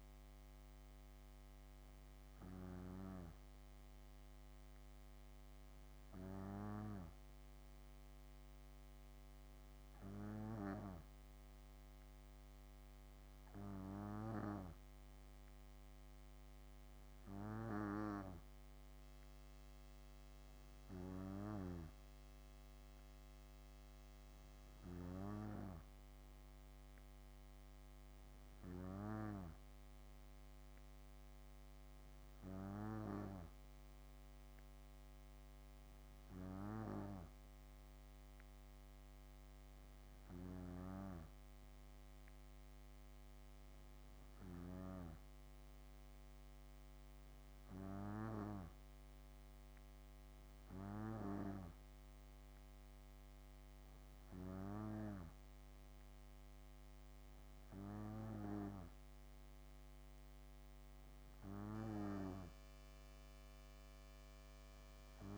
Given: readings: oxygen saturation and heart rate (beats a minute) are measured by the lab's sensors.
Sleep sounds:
breathing in sleep by a microphone on the trachea; none
none scored
From the record:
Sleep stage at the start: N2 (light sleep); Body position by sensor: on the back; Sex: female

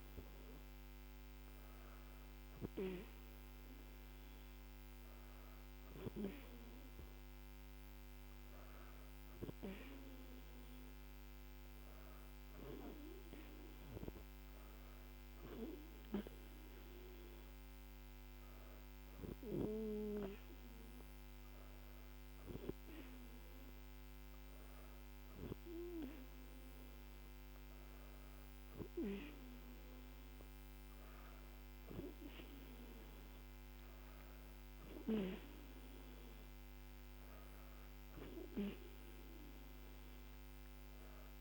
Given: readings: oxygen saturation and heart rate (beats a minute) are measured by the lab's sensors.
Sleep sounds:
breathing in sleep by a microphone on the trachea; none
none scored
From the record:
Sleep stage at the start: N2 (light sleep); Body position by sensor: on the back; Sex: female

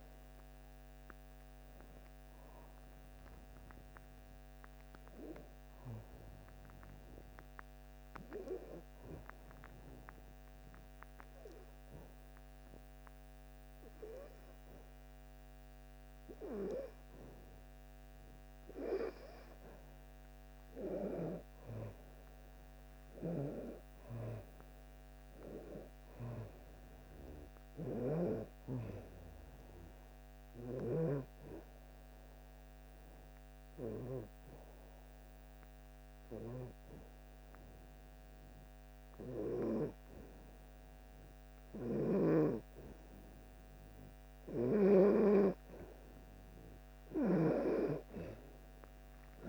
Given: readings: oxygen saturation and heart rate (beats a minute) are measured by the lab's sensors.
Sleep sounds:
breathing in sleep by a microphone on the trachea; 2
0.00-6.00 s: oxygen desaturation (device-marked, oxygen 80% lowest)
8.50-20.50 s: obstructive apnea (oxygen 98% before, 87% lowest)
23.00-27.00 s: arousal
24.00-39.00 s: oxygen desaturation (device-marked, oxygen 97% before, 89% lowest)
31.50-45.00 s: obstructive apnea (oxygen 98% before, 87% lowest)
46.00-49.49 s: oxygen desaturation (device-marked, oxygen 96% before, 87% lowest)
46.50-49.49 s: snoring (device-marked)
47.50-49.49 s: arousal
49.00-49.49 s: new sleep stage, N1 (lightest sleep)
From the record:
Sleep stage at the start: N2 (light sleep); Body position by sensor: on the back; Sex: female

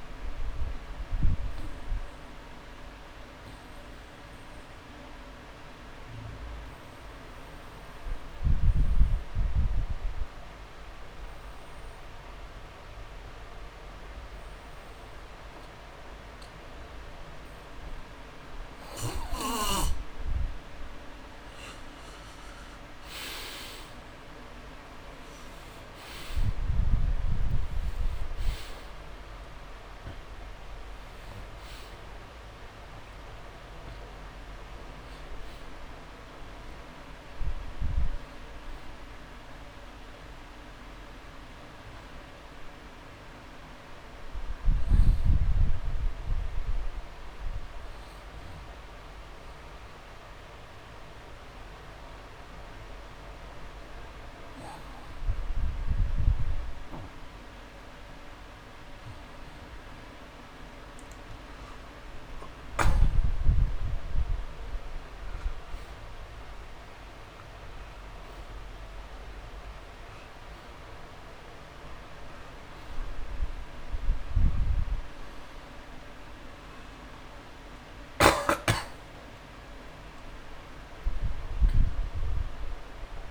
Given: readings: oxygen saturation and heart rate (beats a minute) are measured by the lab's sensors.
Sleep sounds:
breathing in sleep, hard to hear, by a room microphone; 2
0.00-21.50 s: oxygen desaturation (device-marked, oxygen 89% lowest)
2.00-20.50 s: obstructive apnea (oxygen 97% before, 88% lowest)
22.50-25.50 s: arousal
31.00-33.00 s: long interval between heartbeats (device-marked)
34.50-60.50 s: oxygen desaturation (device-marked, oxygen 97% before, 88% lowest)
46.00-58.50 s: hypopnea (oxygen 98% before, 88% lowest)
62.50-66.00 s: arousal
From the record:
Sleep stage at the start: N2 (light sleep); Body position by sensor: on the back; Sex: male

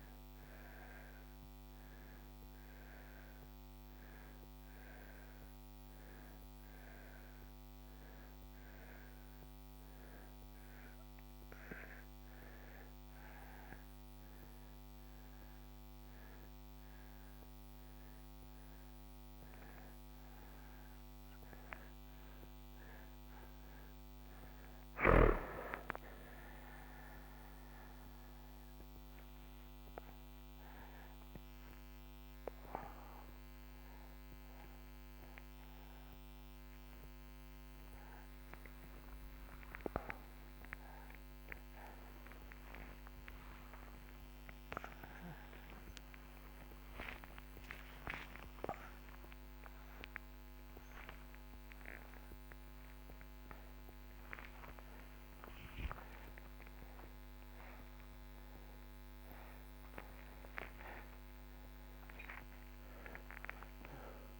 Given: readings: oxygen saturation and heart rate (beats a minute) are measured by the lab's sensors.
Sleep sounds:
a person partly awake in a sleep study, by a microphone on the trachea; none
36.00-64.40 s: new sleep stage, awake
From the record:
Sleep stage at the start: N2 (light sleep); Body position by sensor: on the back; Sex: male

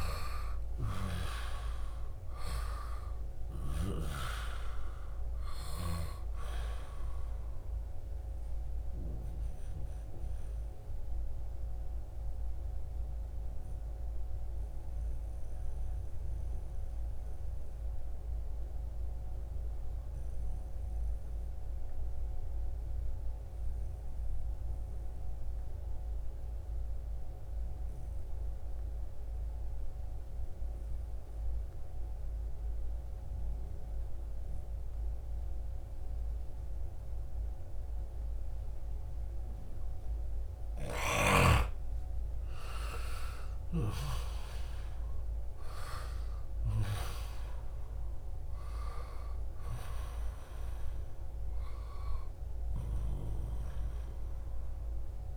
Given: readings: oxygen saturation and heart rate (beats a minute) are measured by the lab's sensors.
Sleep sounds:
breathing in sleep by a room microphone; 1
0.00-1.50 s: arousal
0.00-18.00 s: oxygen desaturation (device-marked, oxygen 89% lowest, heart rate 58 extreme)
10.50-38.50 s: mixed apnea (oxygen 96% before, 89% lowest, heart rate 70 before, 58 extreme, up 9 after)
33.00-39.00 s: bradycardia (device-marked, heart rate 81 before, 58 extreme)
33.00-49.00 s: oxygen desaturation (device-marked, oxygen 96% before, 92% lowest, heart rate 66 before, 58 extreme)
40.50-45.50 s: arousal
From the record:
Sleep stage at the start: N2 (light sleep); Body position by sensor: on the back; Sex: male

